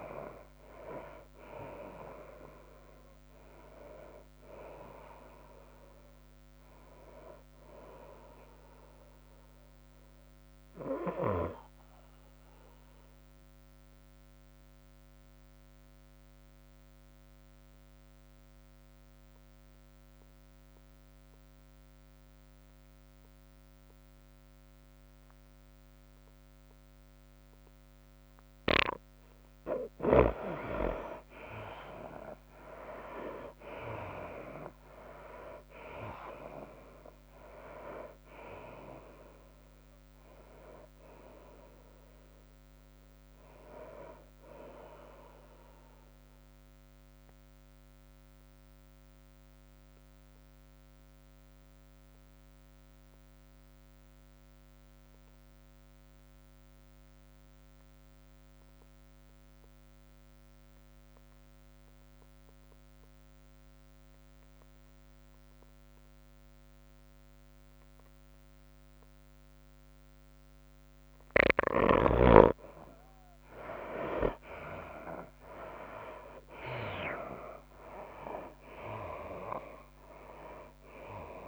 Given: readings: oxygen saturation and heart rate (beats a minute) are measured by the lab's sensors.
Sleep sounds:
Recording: breathing in sleep by a microphone on the trachea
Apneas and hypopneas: 2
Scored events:
0.00-9.00 s: tachycardia (device-marked, heart rate 104 extreme)
0.00-11.00 s: drop in pulse transit time (device-marked, heart rate 93 extreme)
0.00-13.00 s: oxygen desaturation (device-marked, oxygen 72% lowest, heart rate 80 extreme)
14.50-29.50 s: obstructive apnea (oxygen 96% before, 75% lowest, heart rate 99 before, 92 extreme, up 7 after)
29.00-49.00 s: oxygen desaturation (device-marked, oxygen 98% before, 78% lowest, heart rate 96 before, 87 extreme)
33.00-38.00 s: arousal
35.00-46.00 s: tachycardia (device-marked, heart rate 96 before, 103 extreme)
37.00-52.00 s: drop in pulse transit time (device-marked, heart rate 94 before, 98 extreme)
48.00-72.50 s: obstructive apnea (oxygen 98% before, 73% lowest, heart rate 98 before, 83 extreme, up 5 after)
65.00-81.48 s: oxygen desaturation (device-marked, oxygen 97% before, 73% lowest, heart rate 96 before, 83 extreme)
74.00-76.00 s: long interval between heartbeats (device-marked, heart rate 90 before, 83 extreme)
75.50-79.00 s: arousal
77.00-81.48 s: drop in pulse transit time (device-marked, heart rate 89 before, 86 extreme)
78.00-81.48 s: tachycardia (device-marked, heart rate 96 before, 104 extreme)
From the record:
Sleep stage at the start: N2 (light sleep)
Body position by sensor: on the right side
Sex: female

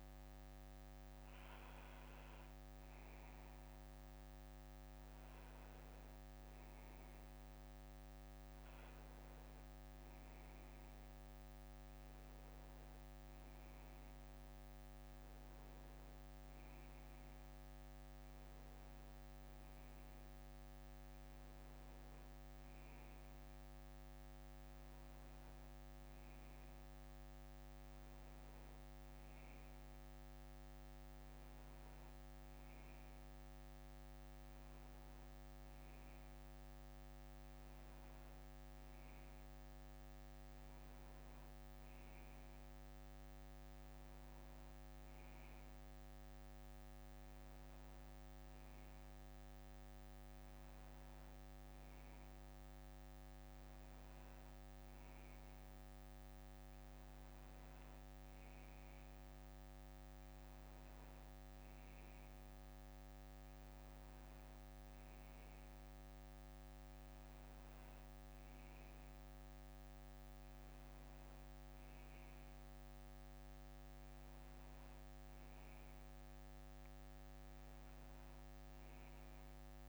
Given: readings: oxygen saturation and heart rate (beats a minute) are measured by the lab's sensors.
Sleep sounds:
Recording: breathing in sleep, hard to hear, by a microphone on the trachea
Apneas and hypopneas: none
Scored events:
8.50-79.88 s: new sleep stage, N1 (lightest sleep)
9.00-14.50 s: arousal
69.50-75.50 s: bradycardia (device-marked, heart rate 64 before, 55 extreme)
From the record:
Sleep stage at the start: N2 (light sleep)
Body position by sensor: on the back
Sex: male

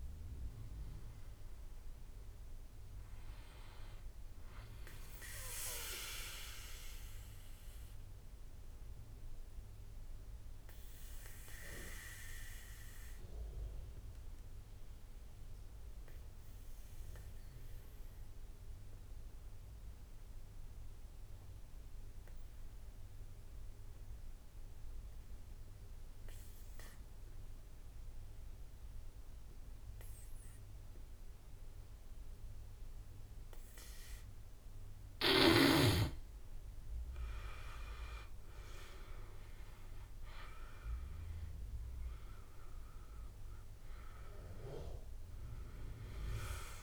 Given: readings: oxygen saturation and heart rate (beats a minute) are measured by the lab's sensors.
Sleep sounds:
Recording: breathing in sleep by a room microphone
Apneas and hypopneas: 1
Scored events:
0.00-9.50 s: drop in pulse transit time (device-marked, heart rate 55 extreme)
0.00-16.50 s: oxygen desaturation (device-marked, oxygen 84% lowest, heart rate 49 extreme)
6.50-33.50 s: obstructive apnea (oxygen 98% before, 84% lowest, heart rate 62 before, 47 extreme, up 17 after)
31.50-46.83 s: oxygen desaturation (device-marked, oxygen 100% before, 84% lowest, heart rate 53 before, 47 extreme)
35.50-39.00 s: arousal
40.50-46.83 s: drop in pulse transit time (device-marked, heart rate 55 before, 52 extreme)
From the record:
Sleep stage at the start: N2 (light sleep)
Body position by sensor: on the back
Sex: male

